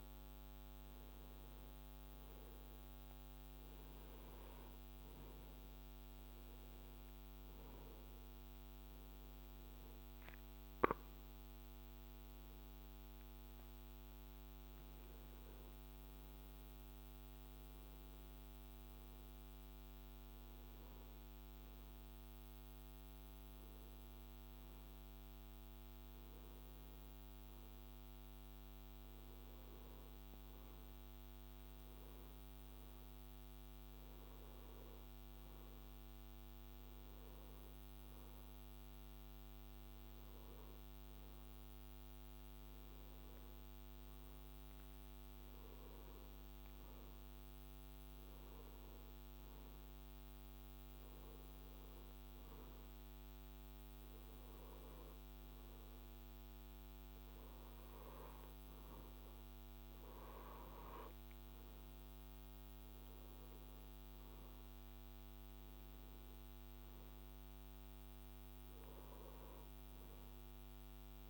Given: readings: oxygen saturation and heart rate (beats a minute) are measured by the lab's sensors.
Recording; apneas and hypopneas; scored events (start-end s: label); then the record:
breathing in sleep, hard to hear, by a microphone on the trachea; none
none scored
From the record:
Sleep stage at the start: N2 (light sleep); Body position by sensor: on the right side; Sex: male